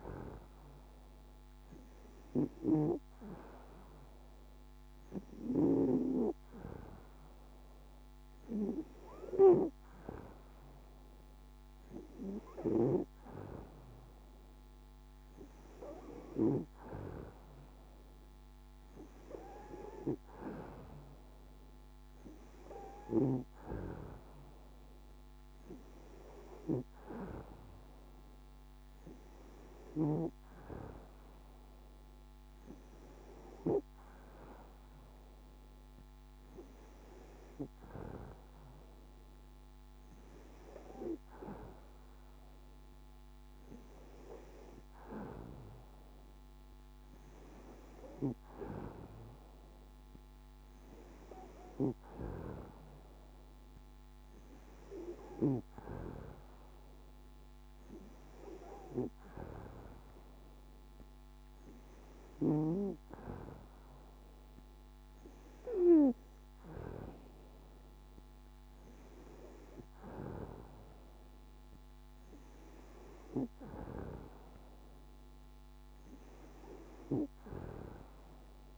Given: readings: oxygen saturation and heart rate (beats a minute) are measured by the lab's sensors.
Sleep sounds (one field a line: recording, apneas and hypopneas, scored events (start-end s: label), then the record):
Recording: breathing in sleep by a microphone on the trachea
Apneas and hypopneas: none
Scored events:
none scored
From the record:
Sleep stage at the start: N2 (light sleep)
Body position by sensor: on the back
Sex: female